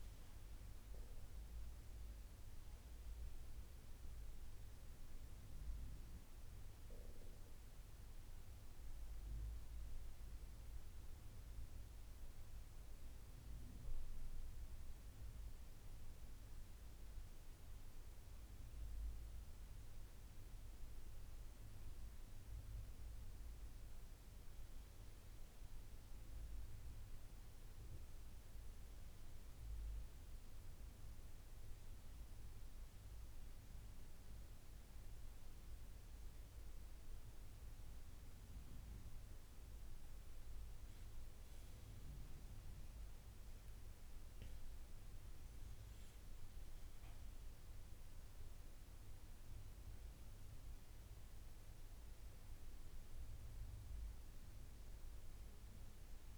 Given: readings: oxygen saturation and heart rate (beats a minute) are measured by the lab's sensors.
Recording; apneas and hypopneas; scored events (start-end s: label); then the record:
breathing in sleep, hard to hear, by a room microphone; 1
10.50-22.00 s: central apnea (oxygen 97% before, 93% lowest, heart rate 85 before, 74 extreme, up 8 after)
23.50-27.50 s: arousal
32.00-45.00 s: oxygen desaturation (device-marked, oxygen 97% before, 93% lowest, heart rate 78 before, 73 extreme)
43.50-48.50 s: arousal
From the record:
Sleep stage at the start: N2 (light sleep); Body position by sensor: on the right side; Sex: male